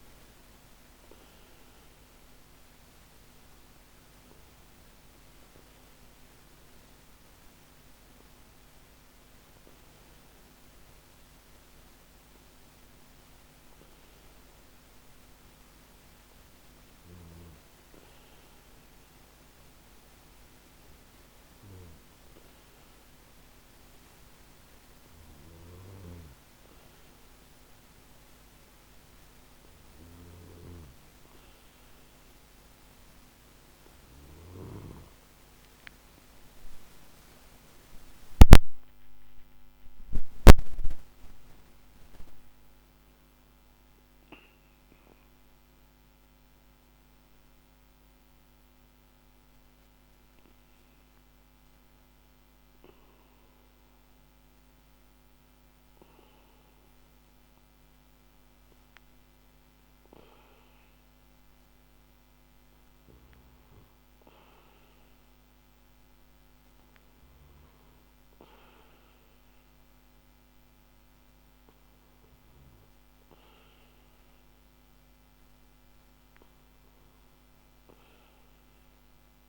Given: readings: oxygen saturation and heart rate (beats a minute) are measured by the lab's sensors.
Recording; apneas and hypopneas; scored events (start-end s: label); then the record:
a person awake in a sleep study, by a microphone on the trachea; none
31.00-79.49 s: new sleep stage, awake
From the record:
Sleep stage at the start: N2 (light sleep); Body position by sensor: on the back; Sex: male